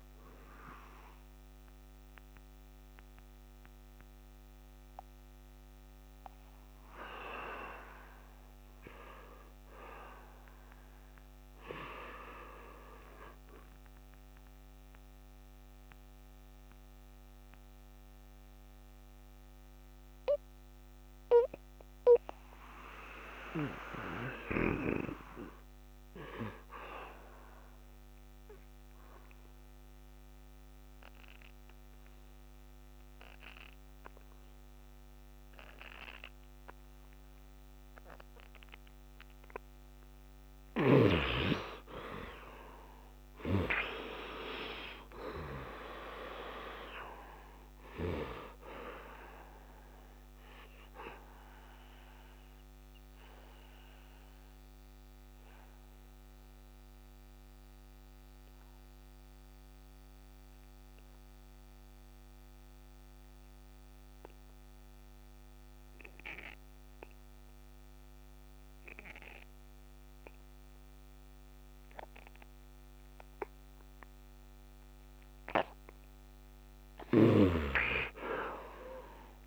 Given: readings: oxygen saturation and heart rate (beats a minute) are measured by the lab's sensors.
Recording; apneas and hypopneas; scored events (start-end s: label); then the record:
breathing in sleep by a microphone on the trachea; 2
18.50-79.47 s: new sleep stage, N2 (light sleep)
29.00-40.00 s: obstructive apnea (oxygen 99% before, 78% lowest, heart rate 80 before, 64 extreme, up 17 after)
38.50-73.50 s: oxygen desaturation (device-marked, oxygen 98% before, 82% lowest, heart rate 74 before, 62 extreme)
43.00-46.50 s: arousal
49.00-74.50 s: obstructive apnea (oxygen 98% before, 74% lowest, heart rate 74 before, 62 extreme, up 18 after)
75.50-79.47 s: oxygen desaturation (device-marked, oxygen 99% before, 78% lowest, heart rate 71 before, 62 extreme)
76.50-79.47 s: arousal
From the record:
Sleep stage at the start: N1 (lightest sleep); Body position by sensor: on the back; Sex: male